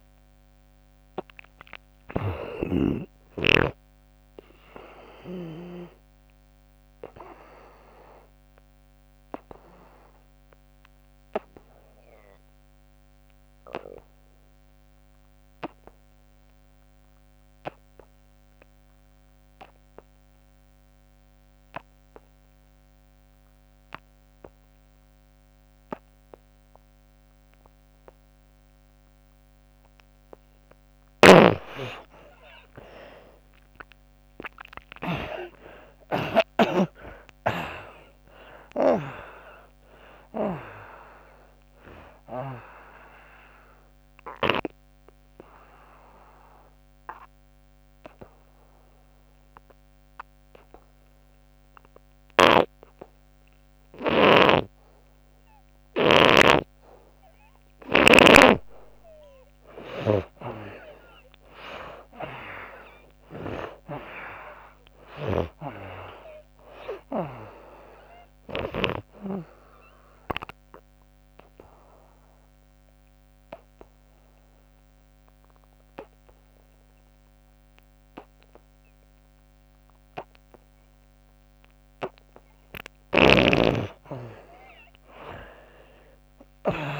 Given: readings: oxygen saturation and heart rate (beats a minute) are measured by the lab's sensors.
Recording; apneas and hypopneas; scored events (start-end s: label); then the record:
breathing in sleep by a microphone on the trachea; 3
0.00-12.50 s: oxygen desaturation (device-marked, oxygen 74% lowest, heart rate 65 extreme)
7.00-29.50 s: obstructive apnea (oxygen 88% before, 69% lowest, heart rate 86 before, 65 extreme, up 33 after)
28.50-60.50 s: oxygen desaturation (device-marked, oxygen 97% before, 69% lowest, heart rate 81 before, 70 extreme)
30.50-36.00 s: snoring (device-marked)
32.00-37.00 s: arousal
43.50-58.00 s: obstructive apnea (oxygen 97% before, 69% lowest, heart rate 94 before, 71 extreme, up 19 after)
53.50-58.00 s: snoring (device-marked)
61.50-65.00 s: arousal
65.50-76.50 s: oxygen desaturation (device-marked, oxygen 98% before, 81% lowest, heart rate 92 before, 70 extreme)
69.00-81.50 s: obstructive apnea (oxygen 98% before, 71% lowest, heart rate 88 before, 64 extreme, up 19 after)
85.00-86.99 s: arousal
From the record:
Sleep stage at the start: N2 (light sleep); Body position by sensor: on the back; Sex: female